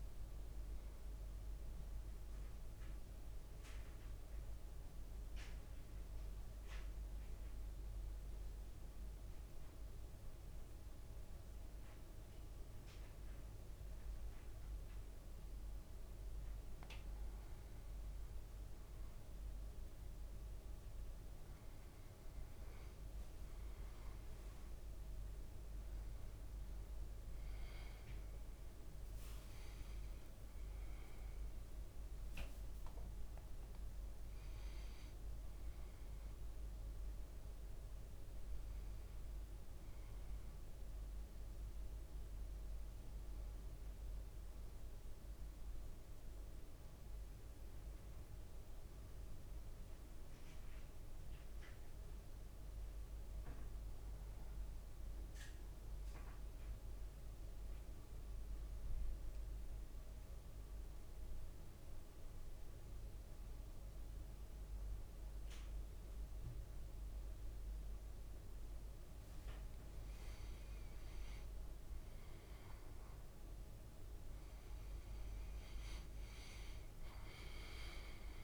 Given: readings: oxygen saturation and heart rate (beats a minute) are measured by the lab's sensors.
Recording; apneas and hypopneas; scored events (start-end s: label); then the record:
breathing in sleep, hard to hear, by a room microphone; 2
2.00-17.00 s: mixed apnea (oxygen 98% before, 95% lowest, heart rate 56 before, 53 extreme, up 5 after)
19.50-23.50 s: arousal
22.50-25.00 s: leg movement (device-marked)
56.00-68.50 s: central apnea (oxygen 99% before, 95% lowest, heart rate 58 before, 56 extreme, up 4 after)
68.00-71.00 s: leg movement (device-marked)
70.50-76.00 s: arousal
75.00-78.44 s: oxygen desaturation (device-marked, oxygen 98% before, 95% lowest, heart rate 57 before, 55 extreme)
From the record:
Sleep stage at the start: N2 (light sleep); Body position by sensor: on the back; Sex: male